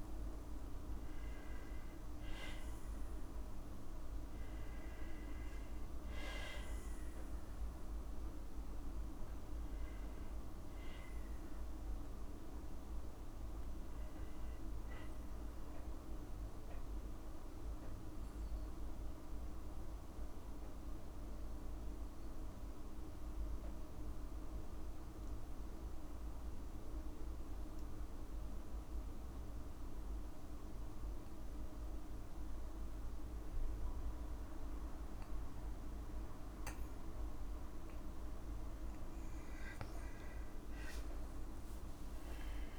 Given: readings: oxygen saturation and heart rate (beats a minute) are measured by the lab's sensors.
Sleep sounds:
breathing in sleep, hard to hear, by a room microphone; 1
12.50-15.50 s: arousal
17.50-37.50 s: hypopnea (oxygen 94% before, 92% lowest, heart rate 60 before, 55 extreme, up 2 after)
From the record:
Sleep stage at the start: N2 (light sleep); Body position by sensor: on the back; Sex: female

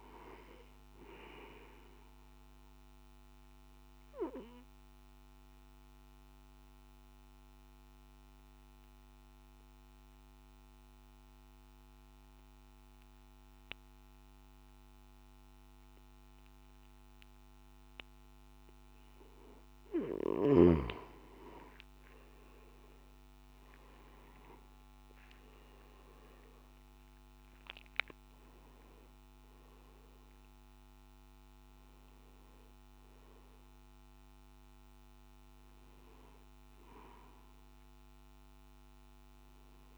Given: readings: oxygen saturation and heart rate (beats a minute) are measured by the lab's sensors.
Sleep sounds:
breathing in sleep by a microphone on the trachea; 1
0.00-11.50 s: oxygen desaturation (device-marked, oxygen 92% lowest, heart rate 52 extreme)
1.50-20.00 s: obstructive apnea (oxygen 98% before, 90% lowest, heart rate 56 before, 52 extreme, up 12 after)
25.50-39.98 s: oxygen desaturation (device-marked, oxygen 97% before, 90% lowest, heart rate 54 before, 53 extreme)
From the record:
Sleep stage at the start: N2 (light sleep); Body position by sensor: on the back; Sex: male

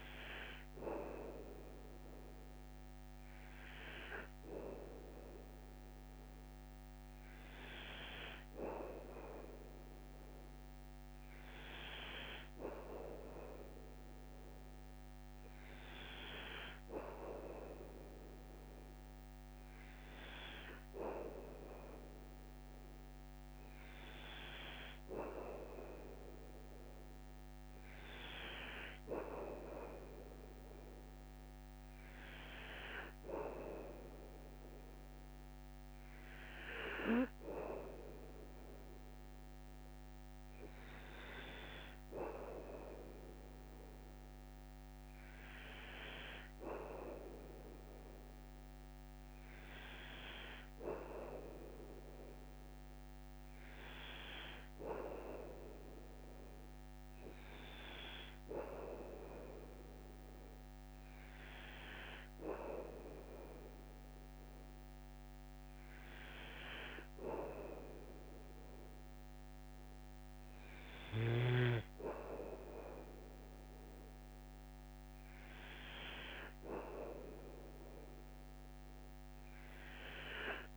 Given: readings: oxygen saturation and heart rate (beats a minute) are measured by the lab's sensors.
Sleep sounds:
breathing in sleep by a microphone on the trachea; none
none scored
From the record:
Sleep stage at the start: N2 (light sleep); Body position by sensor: on the back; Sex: male

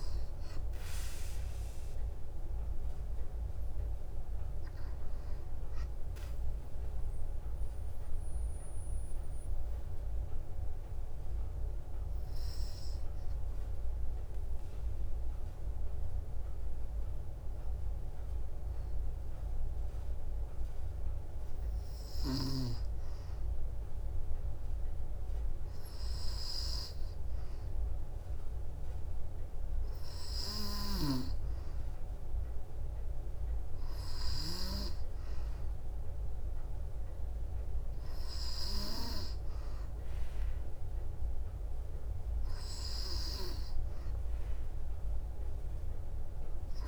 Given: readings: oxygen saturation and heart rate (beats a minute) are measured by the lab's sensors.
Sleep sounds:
breathing in sleep by a room microphone; 1
0.00-16.50 s: oxygen desaturation (device-marked, oxygen 91% lowest, heart rate 56 extreme)
8.00-25.00 s: obstructive apnea (oxygen 96% before, 91% lowest, heart rate 60 before, 56 extreme, up 2 after)
26.50-30.50 s: arousal
30.50-34.50 s: snoring (device-marked)
From the record:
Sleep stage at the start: N2 (light sleep); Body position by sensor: on the back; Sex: female

